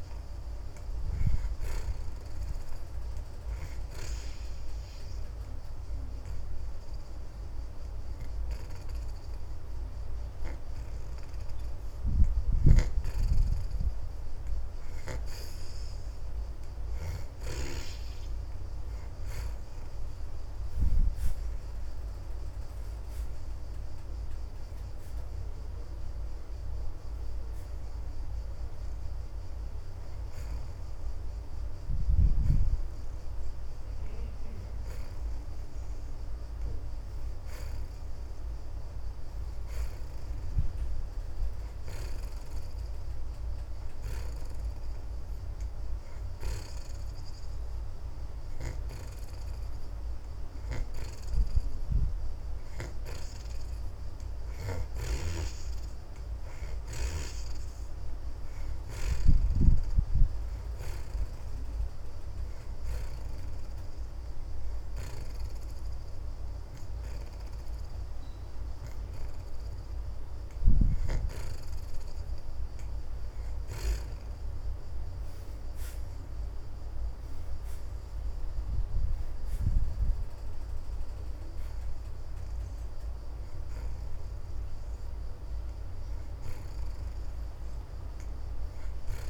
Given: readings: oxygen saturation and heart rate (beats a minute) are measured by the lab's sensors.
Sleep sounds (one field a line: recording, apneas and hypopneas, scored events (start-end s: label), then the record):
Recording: breathing in sleep by a room microphone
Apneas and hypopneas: 1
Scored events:
0.00-12.50 s: oxygen desaturation (device-marked, oxygen 62% lowest)
4.50-15.50 s: hypopnea (oxygen 75% before, 59% lowest)
18.50-25.50 s: oxygen desaturation (device-marked, oxygen 71% before, 64% lowest)
22.00-26.00 s: arousal
30.50-51.50 s: oxygen desaturation (device-marked, oxygen 71% before, 59% lowest)
71.50-87.50 s: oxygen desaturation (device-marked, oxygen 70% before, 63% lowest)
From the record:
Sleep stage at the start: N2 (light sleep)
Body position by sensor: on the back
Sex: female